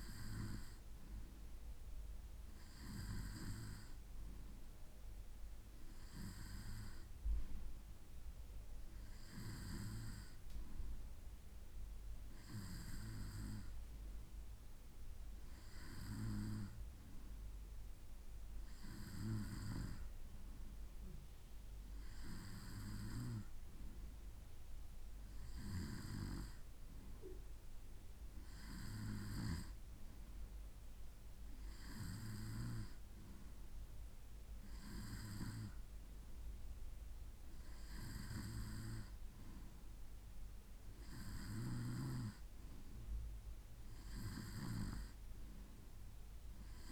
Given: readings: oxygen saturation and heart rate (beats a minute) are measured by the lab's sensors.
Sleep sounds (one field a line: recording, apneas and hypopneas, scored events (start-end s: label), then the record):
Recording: breathing in sleep by a room microphone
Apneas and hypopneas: none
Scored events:
none scored
From the record:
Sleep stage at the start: N2 (light sleep)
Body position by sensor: on the right side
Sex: male